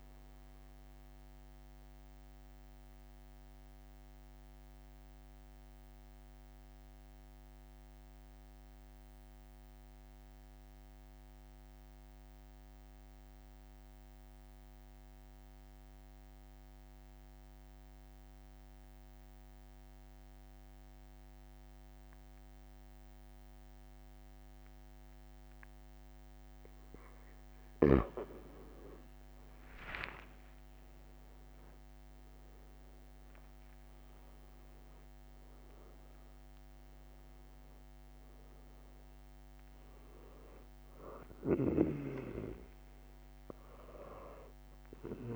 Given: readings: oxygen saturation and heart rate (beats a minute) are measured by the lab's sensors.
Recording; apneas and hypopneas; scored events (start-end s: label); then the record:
breathing in sleep by a microphone on the trachea; 1
0.50-26.50 s: obstructive apnea (oxygen 96% before, 91% lowest)
29.50-31.50 s: long interval between heartbeats (device-marked, heart rate 45 before, 44 extreme)
29.50-34.50 s: arousal
31.00-44.00 s: oxygen desaturation (device-marked, oxygen 97% before, 93% lowest, heart rate 45 before, 34 extreme)
33.50-35.50 s: long interval between heartbeats (device-marked, heart rate 45 before, 52 extreme)
37.00-39.00 s: long interval between heartbeats (device-marked, heart rate 46 before, 34 extreme)
44.00-45.35 s: long interval between heartbeats (device-marked, heart rate 42 before, 47 extreme)
From the record:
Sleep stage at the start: N2 (light sleep); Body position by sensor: on the right side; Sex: male